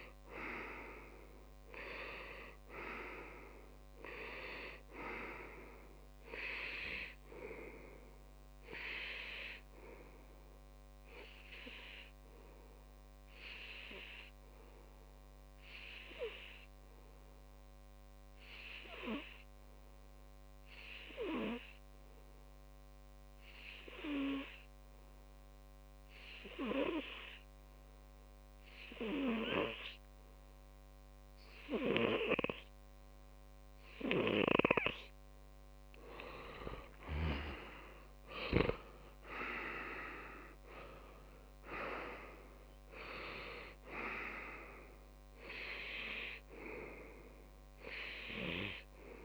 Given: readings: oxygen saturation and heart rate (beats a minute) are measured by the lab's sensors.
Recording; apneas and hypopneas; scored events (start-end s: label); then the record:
breathing in sleep by a microphone on the trachea; 1
11.50-35.00 s: obstructive apnea (oxygen 97% before, 95% lowest)
37.50-42.00 s: arousal
From the record:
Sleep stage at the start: N2 (light sleep); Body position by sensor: on the back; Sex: male